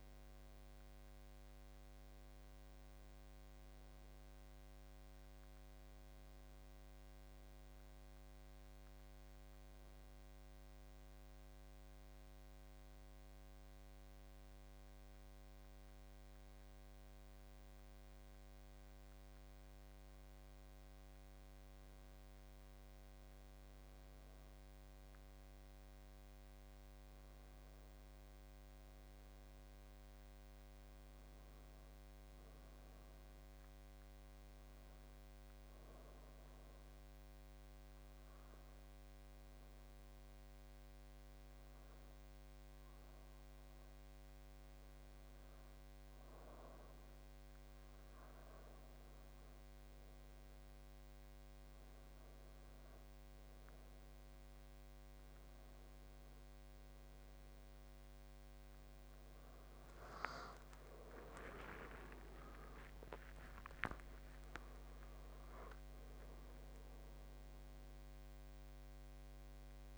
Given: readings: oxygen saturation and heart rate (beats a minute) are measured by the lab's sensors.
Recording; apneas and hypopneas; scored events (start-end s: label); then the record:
breathing in sleep by a microphone on the trachea; 2
0.50-5.00 s: arousal
11.00-23.00 s: obstructive apnea (oxygen 94% before, 90% lowest, heart rate 88 before, 80 extreme, up 9 after)
25.00-29.50 s: arousal
35.00-48.50 s: obstructive apnea (oxygen 94% before, 90% lowest, heart rate 84 before, 84 extreme, up 6 after)
55.00-69.98 s: new sleep stage, N1 (lightest sleep)
60.00-65.00 s: arousal
From the record:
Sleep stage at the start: N2 (light sleep); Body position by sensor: on the back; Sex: male